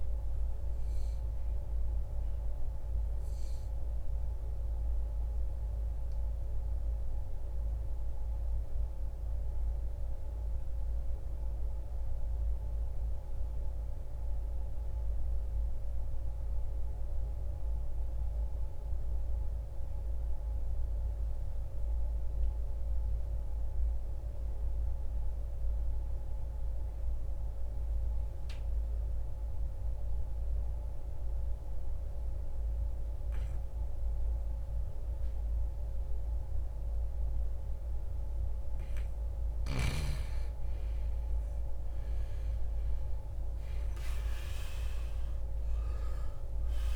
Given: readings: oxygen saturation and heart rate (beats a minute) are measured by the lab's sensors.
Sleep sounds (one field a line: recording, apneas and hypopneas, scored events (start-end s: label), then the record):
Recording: breathing in sleep, hard to hear, by a room microphone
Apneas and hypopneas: 1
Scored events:
0.00-13.50 s: oxygen desaturation (device-marked, oxygen 80% lowest, heart rate 46 extreme)
3.50-38.50 s: obstructive apnea (oxygen 95% before, 80% lowest, heart rate 79 before, 60 extreme, up 9 after)
40.50-46.95 s: oxygen desaturation (device-marked, oxygen 97% before, 83% lowest, heart rate 67 before, 63 extreme)
42.00-46.95 s: arousal
From the record:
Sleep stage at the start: N2 (light sleep)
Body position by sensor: on the right side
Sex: male